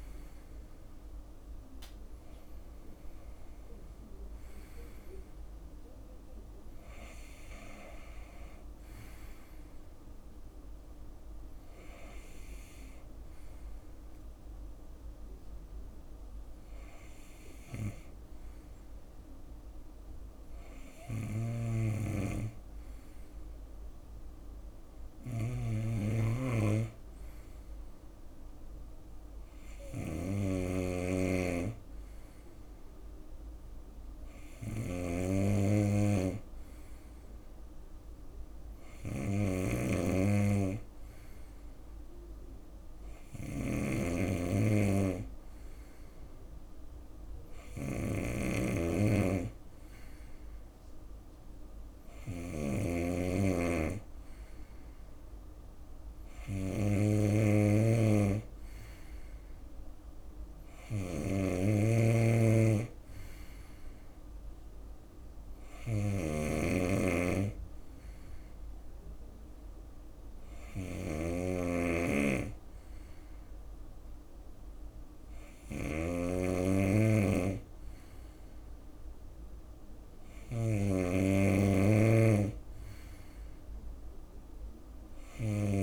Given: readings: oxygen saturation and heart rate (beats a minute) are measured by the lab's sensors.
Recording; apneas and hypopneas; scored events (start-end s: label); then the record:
breathing in sleep by a room microphone; none
20.50-85.83 s: snoring (device-marked)
From the record:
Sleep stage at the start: N2 (light sleep); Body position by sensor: on the right side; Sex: male